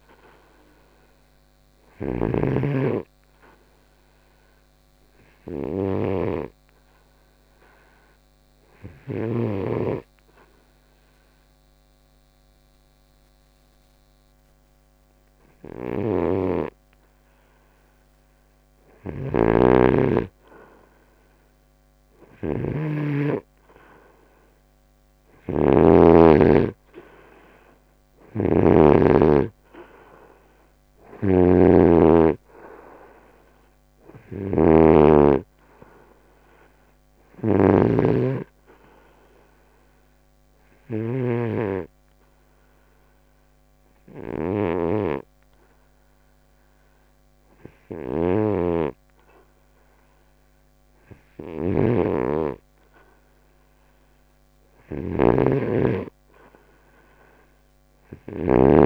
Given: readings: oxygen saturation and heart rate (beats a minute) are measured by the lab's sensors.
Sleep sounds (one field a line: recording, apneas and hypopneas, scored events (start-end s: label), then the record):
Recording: breathing in sleep by a microphone on the trachea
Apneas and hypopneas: 2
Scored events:
7.50-19.50 s: hypopnea (oxygen 92% before, 87% lowest, heart rate 71 before, 69 extreme, up 1 after)
23.50-28.00 s: arousal
26.00-38.50 s: snoring (device-marked)
38.50-49.50 s: hypopnea (oxygen 91% before, 87% lowest, heart rate 75 before, 70 extreme, up 0 after)
48.50-58.86 s: oxygen desaturation (device-marked, oxygen 91% before, 87% lowest, heart rate 79 before, 70 extreme)
51.50-55.50 s: arousal
From the record:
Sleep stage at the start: N2 (light sleep)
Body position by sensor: on the right side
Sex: male